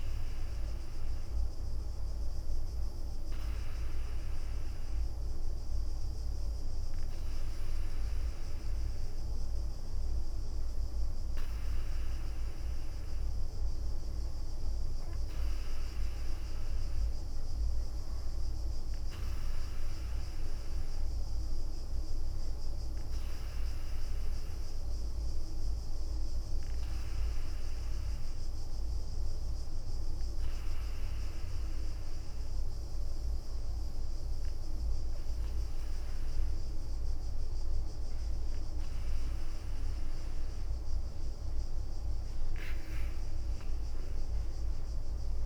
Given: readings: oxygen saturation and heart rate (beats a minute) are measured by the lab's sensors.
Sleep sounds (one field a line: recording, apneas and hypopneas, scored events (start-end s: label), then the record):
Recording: breathing in sleep, hard to hear, by a room microphone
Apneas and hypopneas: none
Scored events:
23.00-33.50 s: leg movement (device-marked)
34.00-37.50 s: arousal
38.00-45.46 s: leg movement (device-marked)
From the record:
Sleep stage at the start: REM sleep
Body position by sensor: on the right side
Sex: female